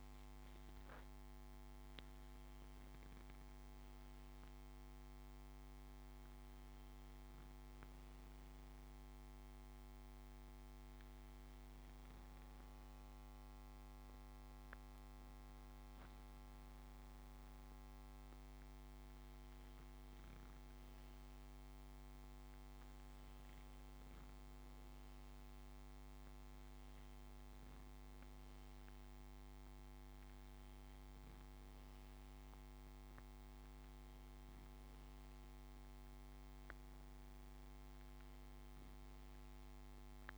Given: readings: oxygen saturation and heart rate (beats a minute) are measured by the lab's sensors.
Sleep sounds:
breathing in sleep, hard to hear, by a microphone on the trachea; none
16.00-40.38 s: new sleep stage, N2 (light sleep)
From the record:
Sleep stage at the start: N1 (lightest sleep); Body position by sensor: on the back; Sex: male

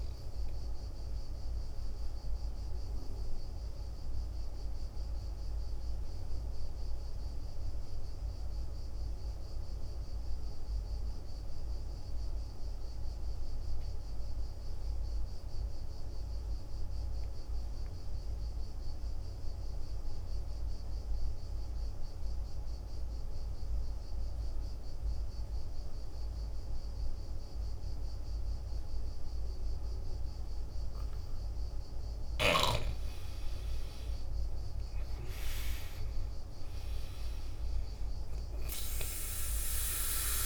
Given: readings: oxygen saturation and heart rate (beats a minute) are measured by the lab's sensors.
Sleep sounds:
breathing in sleep by a room microphone; 1
0.00-12.00 s: oxygen desaturation (device-marked, oxygen 84% lowest, heart rate 50 extreme)
1.50-31.00 s: obstructive apnea (oxygen 98% before, 84% lowest, heart rate 57 before, 50 extreme, up 8 after)
28.00-40.46 s: oxygen desaturation (device-marked, oxygen 99% before, 86% lowest, heart rate 51 before, 49 extreme)
32.00-36.50 s: arousal
From the record:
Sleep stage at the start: N2 (light sleep); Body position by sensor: on the back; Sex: male

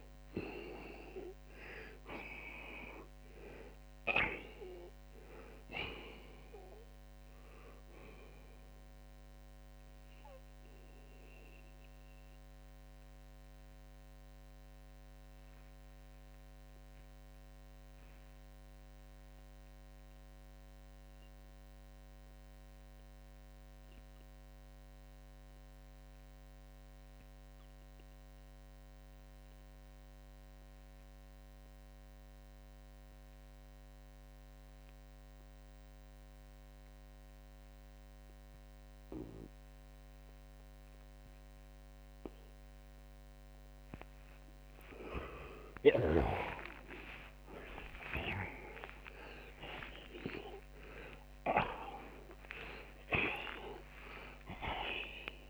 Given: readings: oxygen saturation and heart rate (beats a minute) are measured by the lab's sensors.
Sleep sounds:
breathing in sleep by a microphone on the trachea; 1
10.50-44.00 s: mixed apnea (oxygen 91% before, 79% lowest, heart rate 124 before, 59 extreme)
21.00-41.00 s: oxygen desaturation (device-marked, oxygen 89% before, 79% lowest, heart rate 74 before, 60 extreme)
52.00-55.50 s: arousal
From the record:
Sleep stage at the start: N2 (light sleep); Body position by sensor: on the left side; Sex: male

